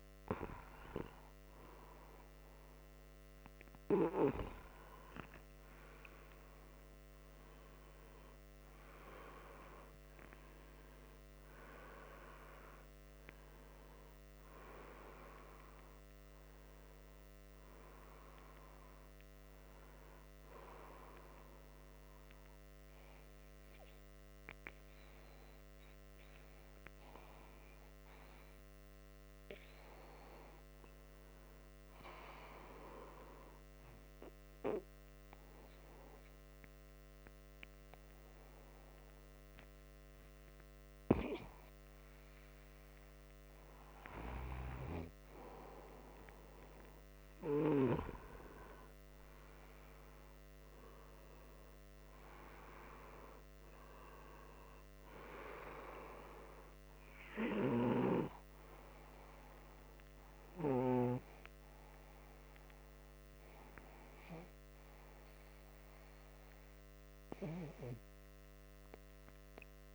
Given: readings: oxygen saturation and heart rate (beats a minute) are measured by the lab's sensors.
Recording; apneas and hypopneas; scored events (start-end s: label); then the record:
breathing in sleep by a microphone on the trachea; 1
7.00-33.00 s: oxygen desaturation (device-marked, oxygen 97% before, 91% lowest, heart rate 64 before, 64 extreme)
34.00-45.00 s: hypopnea (oxygen 97% before, 91% lowest, heart rate 116 before, 146 extreme)
48.50-52.50 s: arousal
54.00-69.95 s: oxygen desaturation (device-marked, oxygen 96% before, 91% lowest, heart rate 194 before, 74 extreme)
From the record:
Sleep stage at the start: N2 (light sleep); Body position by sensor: upright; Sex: male